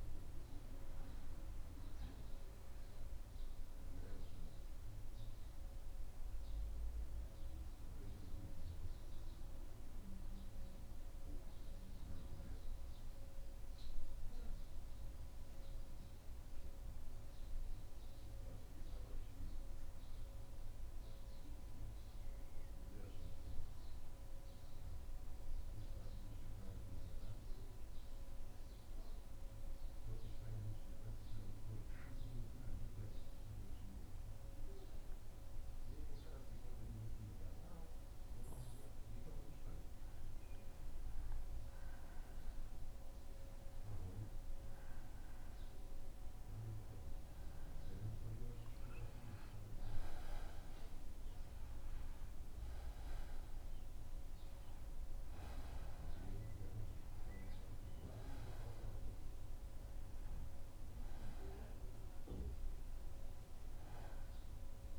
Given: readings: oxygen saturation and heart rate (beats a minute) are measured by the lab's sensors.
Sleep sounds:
breathing in sleep, hard to hear, by a room microphone; 1
6.50-64.99 s: new sleep stage, N2 (light sleep)
7.50-39.00 s: central apnea (oxygen 97% before, 87% lowest, heart rate 77 before, 75 extreme, up 0 after)
20.50-44.50 s: oxygen desaturation (device-marked, oxygen 95% before, 87% lowest, heart rate 76 before, 76 extreme)
42.50-47.50 s: arousal
From the record:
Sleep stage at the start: N1 (lightest sleep); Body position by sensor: on the back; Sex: male

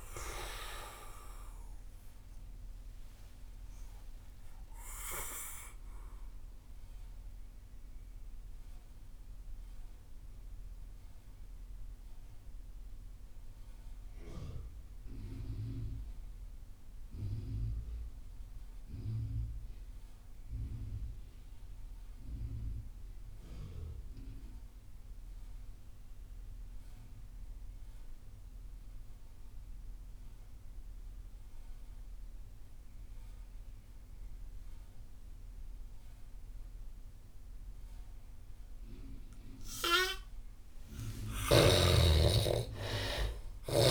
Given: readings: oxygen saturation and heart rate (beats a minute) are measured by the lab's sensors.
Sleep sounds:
breathing in sleep by a room microphone; 1
0.00-15.50 s: oxygen desaturation (device-marked, oxygen 75% lowest)
7.00-39.50 s: mixed apnea (oxygen 98% before, 72% lowest)
32.50-43.90 s: oxygen desaturation (device-marked, oxygen 98% before, 72% lowest)
41.00-43.90 s: arousal
From the record:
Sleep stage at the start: N2 (light sleep); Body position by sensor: on the back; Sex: male

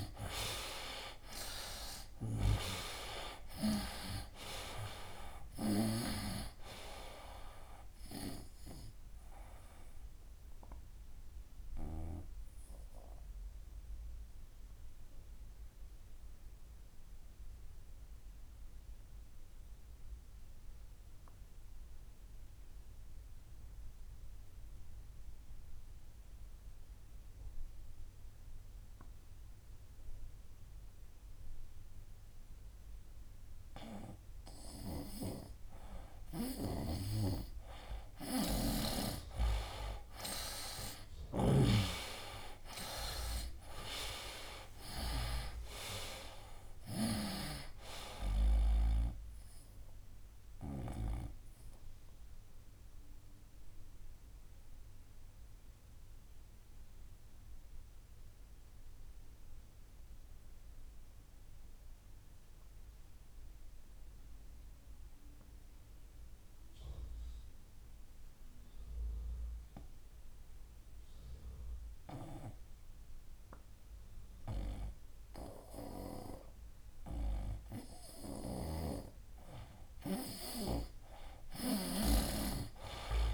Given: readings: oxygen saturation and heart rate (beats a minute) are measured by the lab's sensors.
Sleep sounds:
breathing in sleep by a room microphone; 2
0.00-2.00 s: arousal
0.00-2.50 s: snoring (device-marked)
0.00-30.50 s: oxygen desaturation (device-marked, oxygen 78% lowest, heart rate 61 extreme)
10.50-35.00 s: obstructive apnea (oxygen 97% before, 78% lowest, heart rate 71 before, 61 extreme, up 13 after)
37.00-40.00 s: arousal
37.00-41.50 s: snoring (device-marked)
38.50-70.50 s: oxygen desaturation (device-marked, oxygen 97% before, 79% lowest, heart rate 63 before, 64 extreme)
49.50-78.00 s: obstructive apnea (oxygen 97% before, 79% lowest, heart rate 70 before, 63 extreme, up 10 after)
78.00-82.00 s: snoring (device-marked)
82.00-83.34 s: arousal
From the record:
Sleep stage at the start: N2 (light sleep); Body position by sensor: on the right side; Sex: male

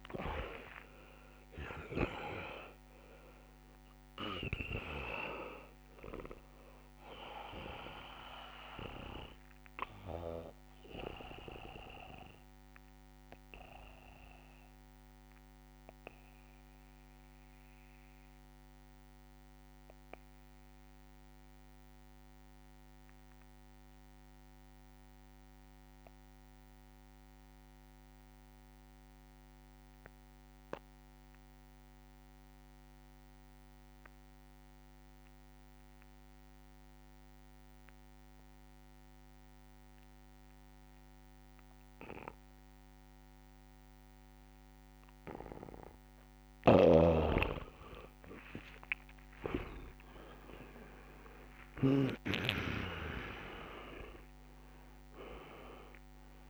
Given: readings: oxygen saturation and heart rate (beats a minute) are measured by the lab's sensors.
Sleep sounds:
breathing in sleep by a microphone on the trachea; 1
0.00-2.00 s: snoring (device-marked)
0.00-3.00 s: arousal
0.00-3.00 s: oxygen desaturation (device-marked, oxygen 91% lowest)
8.00-21.00 s: oxygen desaturation (device-marked, oxygen 95% before, 84% lowest, heart rate 51 before, 63 extreme)
10.50-47.50 s: mixed apnea (oxygen 98% before, 84% lowest, heart rate 49 before, 56 extreme, up 15 after)
43.00-56.50 s: oxygen desaturation (device-marked, oxygen 98% before, 84% lowest, heart rate 67 before, 56 extreme)
46.00-56.50 s: snoring (device-marked)
48.00-50.00 s: long interval between heartbeats (device-marked, heart rate 67 before, 69 extreme)
49.00-53.00 s: arousal
51.50-53.50 s: long interval between heartbeats (device-marked, heart rate 66 before, 70 extreme)
From the record:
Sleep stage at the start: N2 (light sleep); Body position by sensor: on the back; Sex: male

